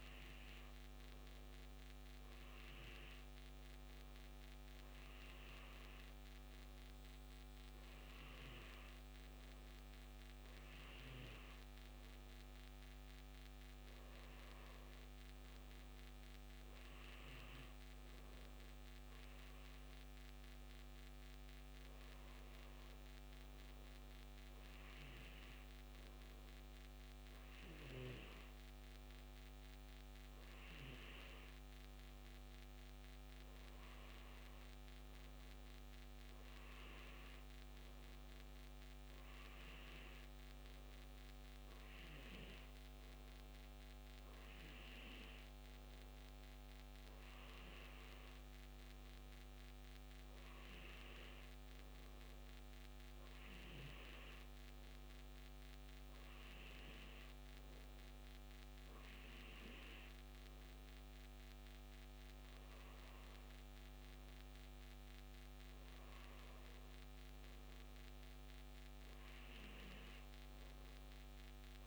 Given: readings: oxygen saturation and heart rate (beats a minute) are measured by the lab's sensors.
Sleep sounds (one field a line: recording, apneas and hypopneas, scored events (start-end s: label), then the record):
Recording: breathing in sleep, hard to hear, by a microphone on the trachea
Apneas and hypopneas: none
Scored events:
none scored
From the record:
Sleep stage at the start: N1 (lightest sleep)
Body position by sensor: on the back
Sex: male